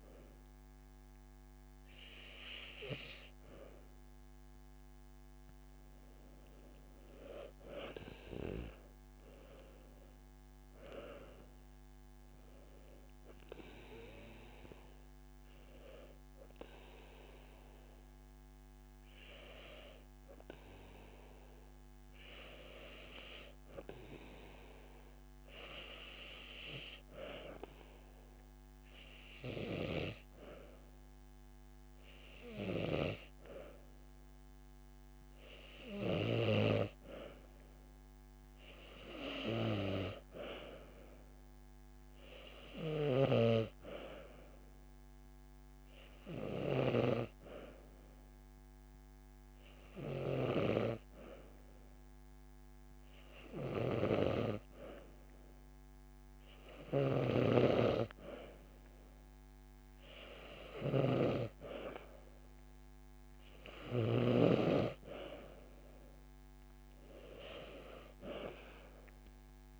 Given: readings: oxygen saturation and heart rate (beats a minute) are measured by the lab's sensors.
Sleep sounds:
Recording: breathing in sleep by a microphone on the trachea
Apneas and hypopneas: none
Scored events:
none scored
From the record:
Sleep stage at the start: N2 (light sleep)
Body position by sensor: on the back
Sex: female

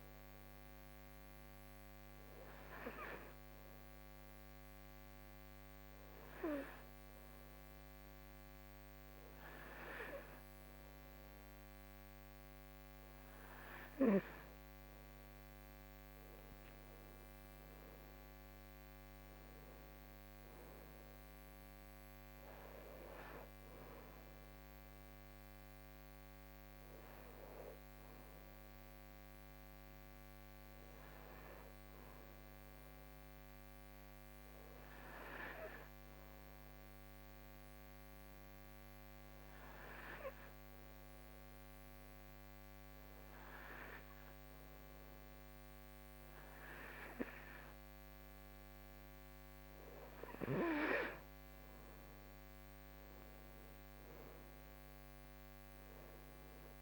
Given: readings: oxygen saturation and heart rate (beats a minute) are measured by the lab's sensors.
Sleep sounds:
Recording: breathing in sleep by a microphone on the trachea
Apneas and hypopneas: 2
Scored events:
3.50-15.50 s: hypopnea (oxygen 95% before, 91% lowest, heart rate 79 before, 75 extreme, up 8 after)
17.50-21.00 s: arousal
34.00-49.00 s: hypopnea (oxygen 95% before, 91% lowest, heart rate 81 before, 74 extreme, up 7 after)
50.00-52.00 s: arousal
53.50-56.82 s: oxygen desaturation (device-marked, oxygen 95% before, 91% lowest, heart rate 78 before, 74 extreme)
From the record:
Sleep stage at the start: N2 (light sleep)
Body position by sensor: on the right side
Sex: female

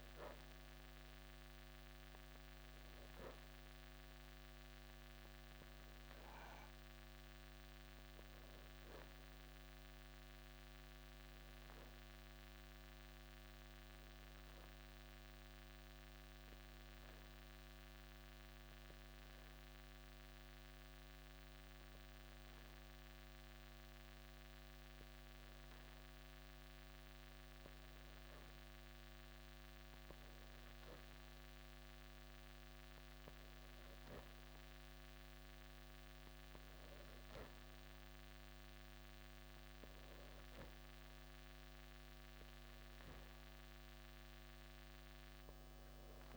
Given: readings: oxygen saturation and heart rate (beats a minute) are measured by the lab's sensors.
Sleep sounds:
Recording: breathing in sleep, hard to hear, by a microphone on the trachea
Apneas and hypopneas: 1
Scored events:
12.50-25.50 s: hypopnea (oxygen 94% before, 90% lowest, heart rate 70 before, 48 extreme, up 18 after)
28.50-31.00 s: arousal
38.00-46.37 s: oxygen desaturation (device-marked, oxygen 95% before, 91% lowest, heart rate 85 before, 44 extreme)
From the record:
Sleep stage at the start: N2 (light sleep)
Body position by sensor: on the back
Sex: male

